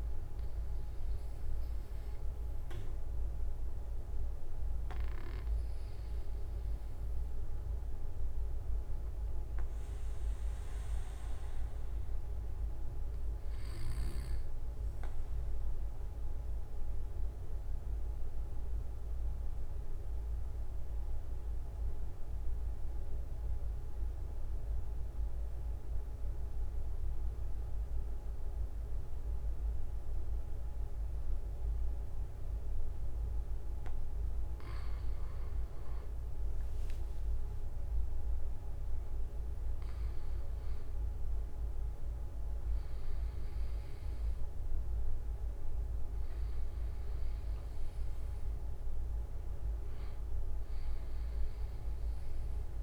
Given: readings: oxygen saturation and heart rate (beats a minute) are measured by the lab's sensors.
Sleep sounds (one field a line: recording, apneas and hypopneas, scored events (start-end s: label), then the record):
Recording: breathing in sleep, hard to hear, by a room microphone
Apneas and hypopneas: 1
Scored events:
11.00-33.00 s: obstructive apnea (oxygen 95% before, 92% lowest)
20.50-22.50 s: long interval between heartbeats (device-marked)
25.50-27.50 s: long interval between heartbeats (device-marked)
33.50-35.50 s: long interval between heartbeats (device-marked, heart rate 33 before, 39 extreme)
33.50-52.83 s: new sleep stage, N1 (lightest sleep)
36.50-38.50 s: long interval between heartbeats (device-marked, heart rate 36 before, 58 extreme)
37.00-42.00 s: arousal
49.50-51.50 s: long interval between heartbeats (device-marked, heart rate 40 before, 27 extreme)
From the record:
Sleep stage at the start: N2 (light sleep)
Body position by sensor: on the right side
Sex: male